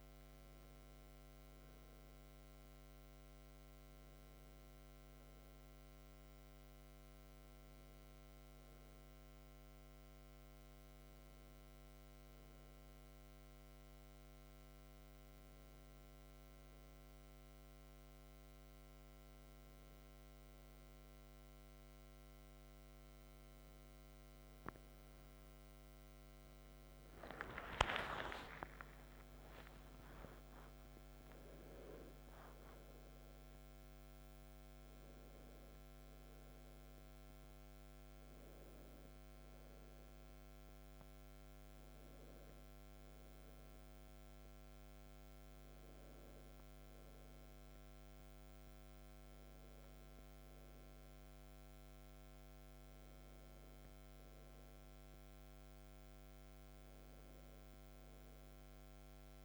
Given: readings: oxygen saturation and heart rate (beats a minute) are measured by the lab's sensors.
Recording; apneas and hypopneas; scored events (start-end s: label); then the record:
a person awake in a sleep study, hard to hear, by a microphone on the trachea; none
37.50-59.45 s: new sleep stage, N1 (lightest sleep)
From the record:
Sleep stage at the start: awake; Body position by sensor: on the back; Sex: male